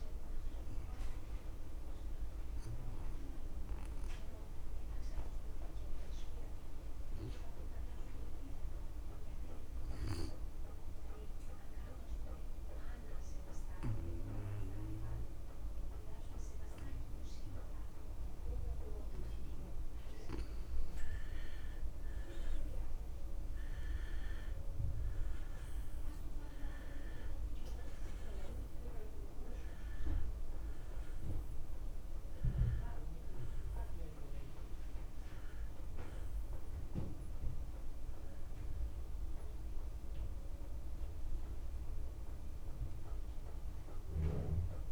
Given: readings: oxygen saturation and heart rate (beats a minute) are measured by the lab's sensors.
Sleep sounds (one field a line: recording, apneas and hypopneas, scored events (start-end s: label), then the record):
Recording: breathing in sleep by a room microphone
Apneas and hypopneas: 1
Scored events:
2.00-4.00 s: long interval between heartbeats (device-marked)
6.50-44.92 s: oxygen desaturation (device-marked, oxygen 98% before, 87% lowest)
7.00-9.00 s: long interval between heartbeats (device-marked)
11.50-22.00 s: obstructive apnea (oxygen 99% before, 87% lowest)
14.50-16.50 s: long interval between heartbeats (device-marked, heart rate 33 before, 33 extreme)
20.50-22.50 s: long interval between heartbeats (device-marked, heart rate 40 before, 59 extreme)
25.00-29.00 s: arousal
From the record:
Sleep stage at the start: N2 (light sleep)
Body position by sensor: on the back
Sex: male